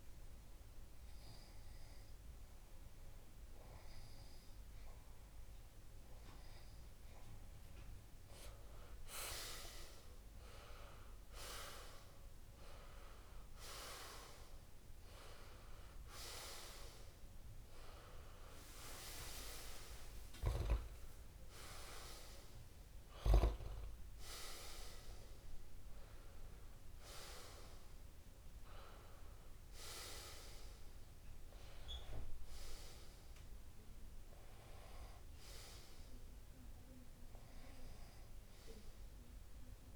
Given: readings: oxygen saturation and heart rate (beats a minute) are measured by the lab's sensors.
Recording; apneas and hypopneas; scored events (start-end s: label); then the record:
breathing in sleep by a room microphone; none
0.00-1.00 s: long interval between heartbeats (device-marked, heart rate 49 extreme)
2.50-4.50 s: long interval between heartbeats (device-marked, heart rate 41 before, 45 extreme)
4.50-39.96 s: new sleep stage, REM sleep
5.50-7.50 s: long interval between heartbeats (device-marked, heart rate 40 before, 40 extreme)
9.50-11.50 s: long interval between heartbeats (device-marked, heart rate 42 before, 67 extreme)
12.00-14.00 s: long interval between heartbeats (device-marked, heart rate 46 before, 96 extreme)
12.50-35.50 s: tachycardia (device-marked, heart rate 88 before, 170 extreme)
16.00-18.00 s: long interval between heartbeats (device-marked, heart rate 57 before, 104 extreme)
19.50-21.50 s: long interval between heartbeats (device-marked, heart rate 74 before, 139 extreme)
21.50-23.50 s: long interval between heartbeats (device-marked, heart rate 84 before, 161 extreme)
24.00-26.00 s: long interval between heartbeats (device-marked, heart rate 96 before, 136 extreme)
27.50-29.50 s: long interval between heartbeats (device-marked, heart rate 114 before, 134 extreme)
30.00-32.00 s: long interval between heartbeats (device-marked, heart rate 123 before, 149 extreme)
32.00-34.00 s: long interval between heartbeats (device-marked, heart rate 130 before, 163 extreme)
35.50-37.50 s: long interval between heartbeats (device-marked, heart rate 142 before, 127 extreme)
From the record:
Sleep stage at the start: N2 (light sleep); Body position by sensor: on the left side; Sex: male